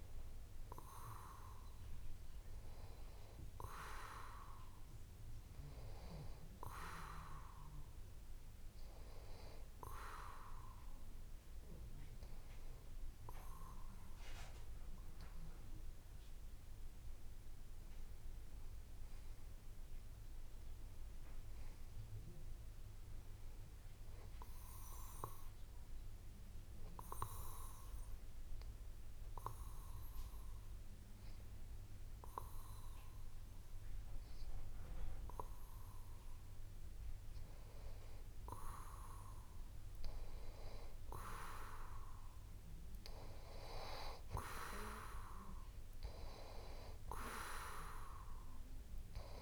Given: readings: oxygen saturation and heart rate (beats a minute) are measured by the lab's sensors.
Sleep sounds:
breathing in sleep by a room microphone; 1
17.00-20.50 s: arousal
27.50-40.00 s: hypopnea (oxygen 92% before, 91% lowest)
42.50-46.00 s: arousal
From the record:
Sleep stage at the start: N2 (light sleep); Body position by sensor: on the back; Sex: male

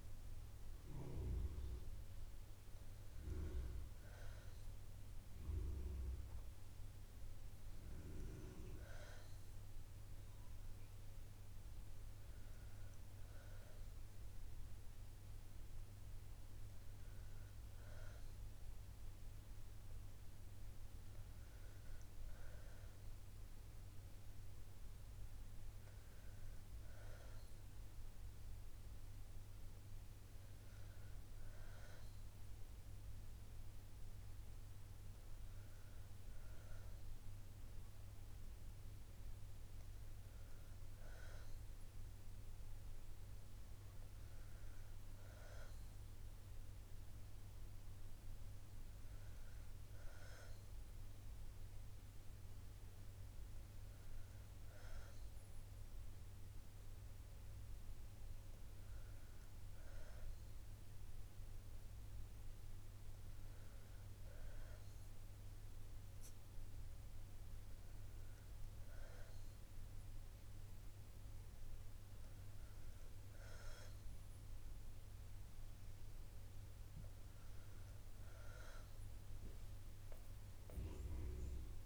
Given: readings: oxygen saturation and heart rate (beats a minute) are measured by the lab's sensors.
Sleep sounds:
breathing in sleep by a room microphone; none
none scored
From the record:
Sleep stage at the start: N2 (light sleep); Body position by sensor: on the back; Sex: female

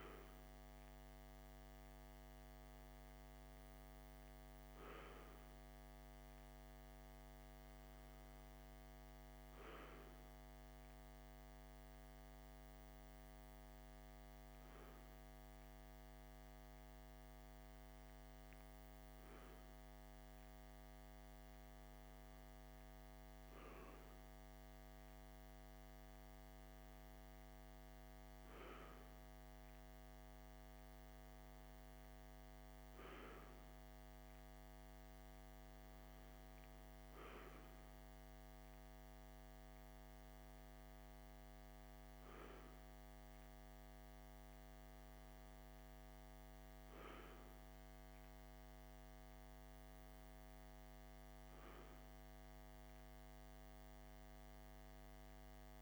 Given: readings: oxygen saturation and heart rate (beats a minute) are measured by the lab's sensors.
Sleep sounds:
breathing in sleep, hard to hear, by a microphone on the trachea; none
none scored
From the record:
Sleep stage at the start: N1 (lightest sleep); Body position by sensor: on the left side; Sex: male

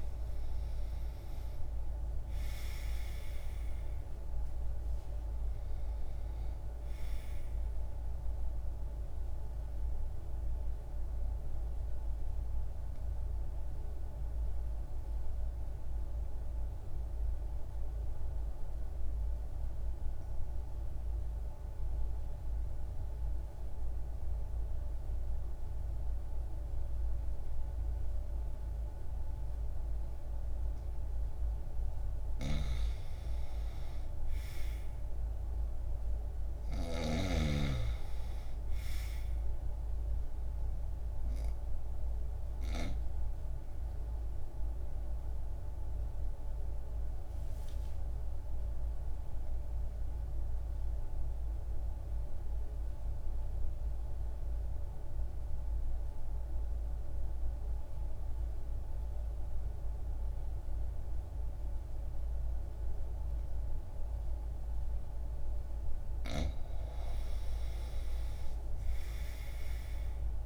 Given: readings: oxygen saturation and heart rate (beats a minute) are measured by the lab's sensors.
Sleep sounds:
breathing in sleep, hard to hear, by a room microphone; 2
0.00-2.00 s: arousal
0.00-24.50 s: oxygen desaturation (device-marked, oxygen 83% lowest, heart rate 60 extreme)
9.00-31.00 s: obstructive apnea (oxygen 98% before, 78% lowest, heart rate 63 before, 60 extreme)
32.50-35.50 s: arousal
37.50-59.50 s: oxygen desaturation (device-marked, oxygen 98% before, 87% lowest, heart rate 62 before, 60 extreme)
44.50-65.00 s: obstructive apnea (oxygen 98% before, 78% lowest, heart rate 62 before, 59 extreme, up 5 after)
67.00-70.46 s: arousal
68.50-70.46 s: oxygen desaturation (device-marked, oxygen 96% before, 78% lowest, heart rate 61 before, 59 extreme)
From the record:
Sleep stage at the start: N2 (light sleep); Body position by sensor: on the right side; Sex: male

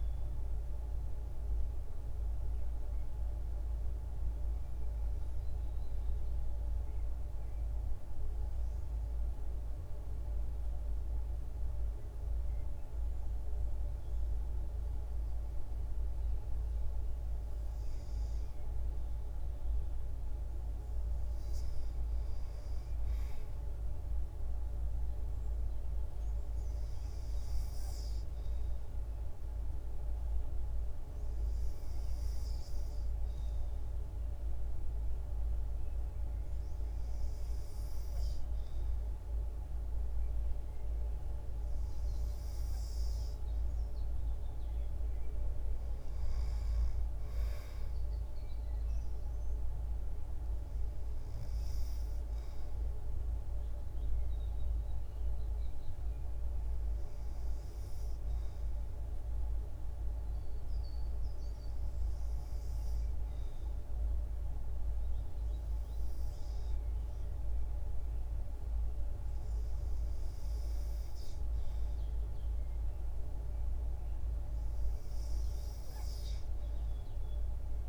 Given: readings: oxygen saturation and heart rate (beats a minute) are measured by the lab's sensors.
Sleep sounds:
breathing in sleep, hard to hear, by a room microphone; 3
0.00-13.00 s: oxygen desaturation (device-marked, oxygen 91% lowest, heart rate 54 extreme)
4.50-19.50 s: obstructive apnea (oxygen 95% before, 88% lowest, heart rate 58 before, 54 extreme, up 3 after)
25.00-41.00 s: oxygen desaturation (device-marked, oxygen 96% before, 88% lowest, heart rate 54 before, 54 extreme)
29.50-41.00 s: hypopnea (oxygen 96% before, 88% lowest, heart rate 55 before, 54 extreme, up 4 after)
43.00-46.50 s: arousal
59.00-71.50 s: hypopnea (oxygen 93% before, 86% lowest, heart rate 58 before, 55 extreme, up 5 after)
From the record:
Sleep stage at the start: REM sleep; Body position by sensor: on the back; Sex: female

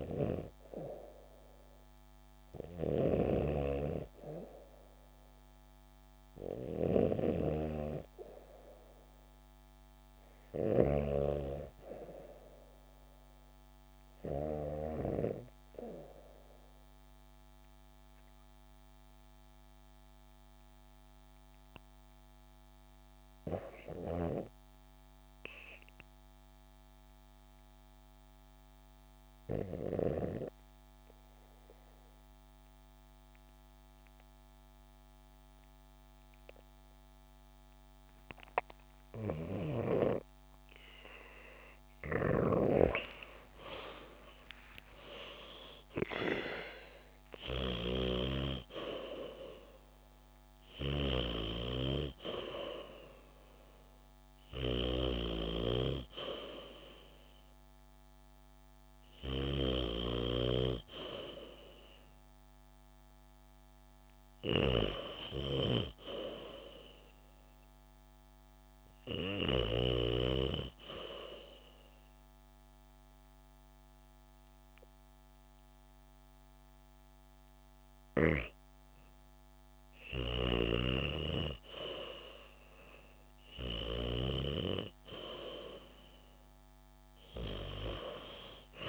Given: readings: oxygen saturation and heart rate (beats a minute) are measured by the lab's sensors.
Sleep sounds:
breathing in sleep by a microphone on the trachea; 2
0.00-9.00 s: oxygen desaturation (device-marked, oxygen 89% lowest, heart rate 69 extreme)
17.00-20.50 s: arousal
26.00-38.50 s: obstructive apnea (oxygen 93% before, 87% lowest, heart rate 75 before, 69 extreme, up 5 after)
34.00-68.00 s: oxygen desaturation (device-marked, oxygen 94% before, 87% lowest, heart rate 72 before, 69 extreme)
42.00-47.00 s: arousal
47.50-60.00 s: snoring (device-marked)
72.00-83.00 s: hypopnea (oxygen 96% before, 93% lowest, heart rate 73 before, 62 extreme, up 9 after)
87.50-88.89 s: arousal
From the record:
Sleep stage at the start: REM sleep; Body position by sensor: on the back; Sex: female

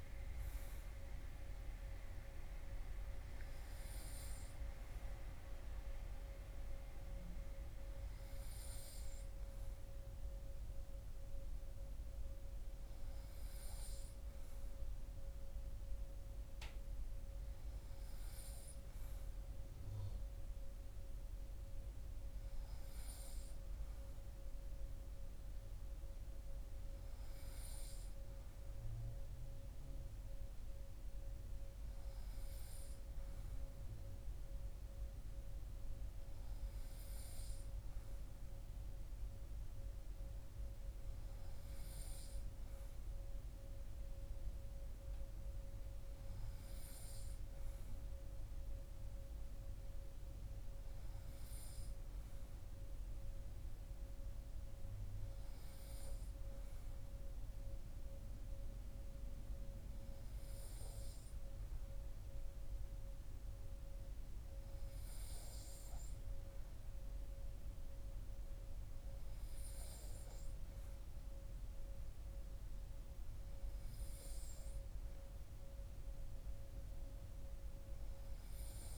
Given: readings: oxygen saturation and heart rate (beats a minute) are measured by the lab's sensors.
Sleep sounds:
breathing in sleep, hard to hear, by a room microphone; none
none scored
From the record:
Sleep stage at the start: N3 (deep sleep); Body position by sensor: on the right side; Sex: male

